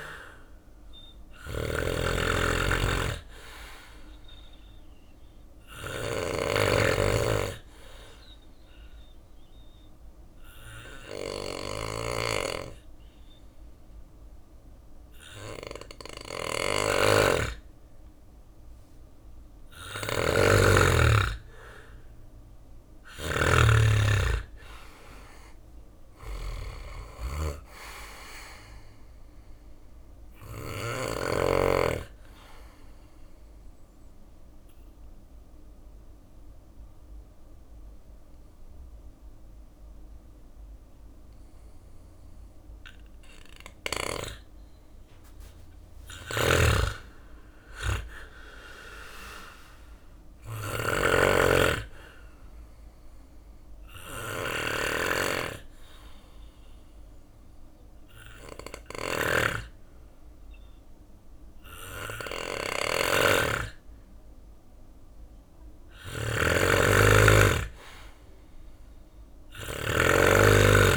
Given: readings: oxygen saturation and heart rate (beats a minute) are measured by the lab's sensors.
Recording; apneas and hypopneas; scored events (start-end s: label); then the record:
breathing in sleep by a room microphone; 3
0.00-1.00 s: arousal
0.00-30.50 s: snoring (device-marked)
6.50-17.50 s: obstructive apnea (oxygen 95% before, 90% lowest, heart rate 68 before, 66 extreme, up 6 after)
6.50-17.50 s: oxygen desaturation (device-marked, oxygen 95% before, 90% lowest, heart rate 68 before, 66 extreme)
20.00-24.00 s: arousal
22.50-33.50 s: drop in pulse transit time (device-marked, heart rate 68 before, 69 extreme)
28.50-44.50 s: oxygen desaturation (device-marked, oxygen 96% before, 90% lowest, heart rate 69 before, 64 extreme)
33.00-44.00 s: obstructive apnea (oxygen 96% before, 90% lowest, heart rate 70 before, 64 extreme, up 4 after)
45.50-70.97 s: snoring (device-marked)
46.50-50.00 s: arousal
47.50-60.50 s: drop in pulse transit time (device-marked, heart rate 69 before, 64 extreme)
53.50-64.50 s: obstructive apnea (oxygen 97% before, 91% lowest, heart rate 69 before, 64 extreme, up 6 after)
67.00-70.97 s: arousal
From the record:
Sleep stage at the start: N2 (light sleep); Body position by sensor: on the back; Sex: male